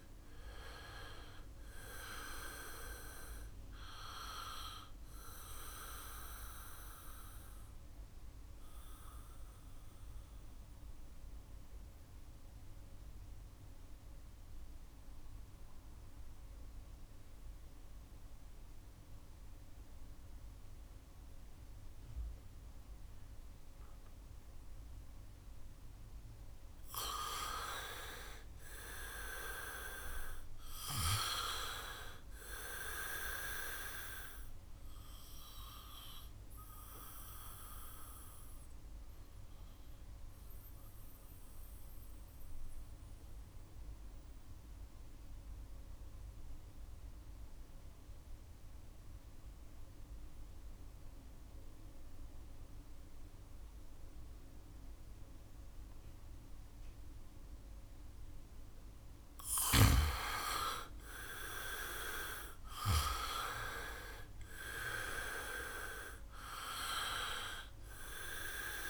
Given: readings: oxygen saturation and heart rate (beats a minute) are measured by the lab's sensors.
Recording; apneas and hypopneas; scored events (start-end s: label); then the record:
breathing in sleep by a room microphone; 2
0.00-1.00 s: arousal
2.50-23.50 s: oxygen desaturation (device-marked, oxygen 95% before, 88% lowest, heart rate 70 before, 65 extreme)
6.00-26.50 s: mixed apnea (oxygen 97% before, 82% lowest, heart rate 71 before, 65 extreme, up 4 after)
29.00-32.50 s: arousal
35.50-49.50 s: oxygen desaturation (device-marked, oxygen 98% before, 88% lowest, heart rate 70 before, 66 extreme)
36.00-59.00 s: mixed apnea (oxygen 98% before, 81% lowest, heart rate 70 before, 64 extreme, up 1 after)
60.50-65.00 s: arousal
60.50-68.90 s: oxygen desaturation (device-marked, oxygen 98% before, 82% lowest, heart rate 70 before, 64 extreme)
From the record:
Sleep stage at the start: N2 (light sleep); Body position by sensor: on the back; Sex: male